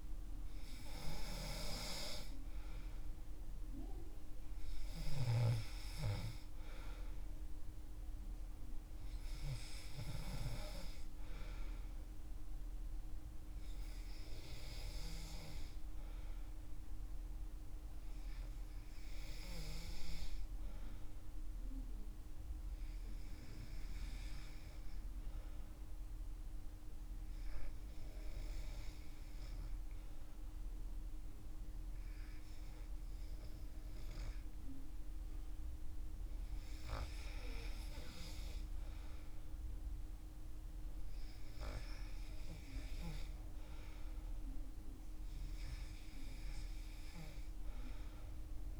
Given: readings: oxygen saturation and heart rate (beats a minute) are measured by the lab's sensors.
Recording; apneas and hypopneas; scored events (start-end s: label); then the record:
breathing in sleep by a room microphone; 1
17.00-35.00 s: hypopnea (oxygen 96% before, 94% lowest, heart rate 68 before, 62 extreme, up 5 after)
37.00-40.00 s: arousal
From the record:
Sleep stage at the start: N2 (light sleep); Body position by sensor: on the back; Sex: male